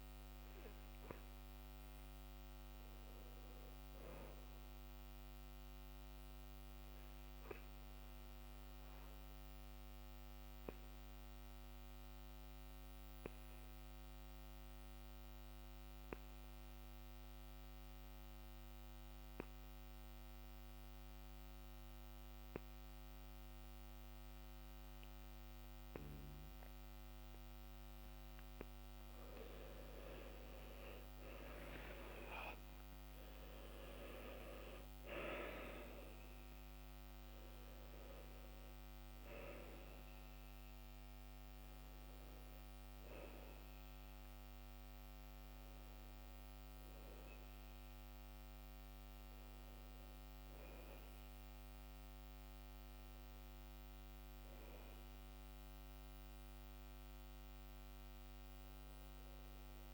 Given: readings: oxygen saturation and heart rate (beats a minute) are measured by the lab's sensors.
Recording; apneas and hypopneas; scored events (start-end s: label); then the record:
breathing in sleep by a microphone on the trachea; 1
0.00-1.00 s: arousal
0.00-1.50 s: oxygen desaturation (device-marked, oxygen 95% lowest, heart rate 67 extreme)
7.50-28.50 s: obstructive apnea (oxygen 97% before, 86% lowest, heart rate 68 before, 67 extreme, up 12 after)
43.50-59.94 s: oxygen desaturation (device-marked, oxygen 92% before, 86% lowest, heart rate 73 before, 66 extreme)
45.50-59.94 s: new sleep stage, awake
From the record:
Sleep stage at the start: N2 (light sleep); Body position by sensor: on the back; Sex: male